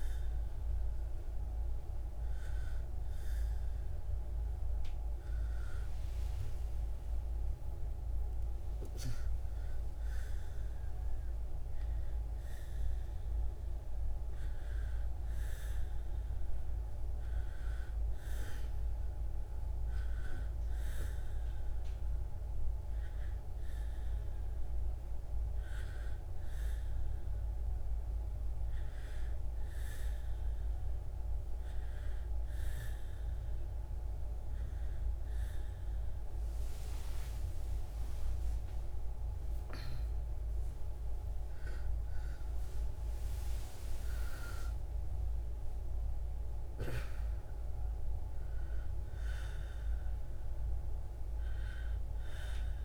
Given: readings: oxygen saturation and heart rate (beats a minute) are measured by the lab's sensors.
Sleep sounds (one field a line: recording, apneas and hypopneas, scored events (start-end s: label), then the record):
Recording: breathing in sleep, hard to hear, by a room microphone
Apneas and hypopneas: none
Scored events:
36.00-39.50 s: arousal
From the record:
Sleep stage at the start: N1 (lightest sleep)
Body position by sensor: on the back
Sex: female